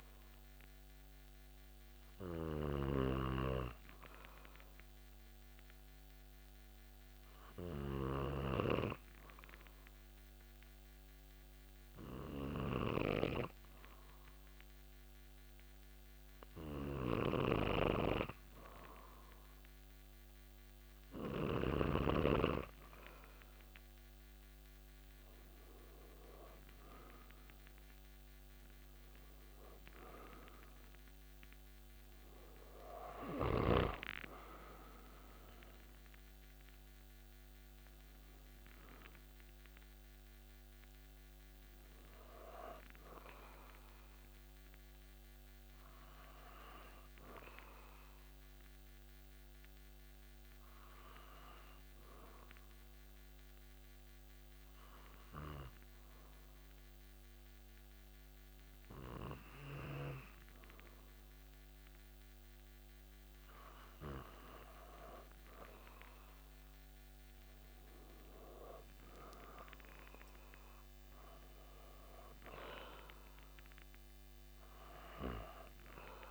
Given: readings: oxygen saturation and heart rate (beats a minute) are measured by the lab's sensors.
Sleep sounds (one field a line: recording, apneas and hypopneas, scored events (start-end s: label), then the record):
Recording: breathing in sleep by a microphone on the trachea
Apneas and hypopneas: 2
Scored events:
0.00-8.50 s: snoring (device-marked)
3.00-18.00 s: obstructive apnea (oxygen 97% before, 93% lowest)
17.00-22.00 s: snoring (device-marked)
25.00-29.00 s: arousal
28.00-55.00 s: oxygen desaturation (device-marked, oxygen 96% before, 93% lowest)
47.50-64.50 s: hypopnea (oxygen 97% before, 93% lowest)
66.50-70.00 s: arousal
From the record:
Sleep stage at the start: N2 (light sleep)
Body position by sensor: on the back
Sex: male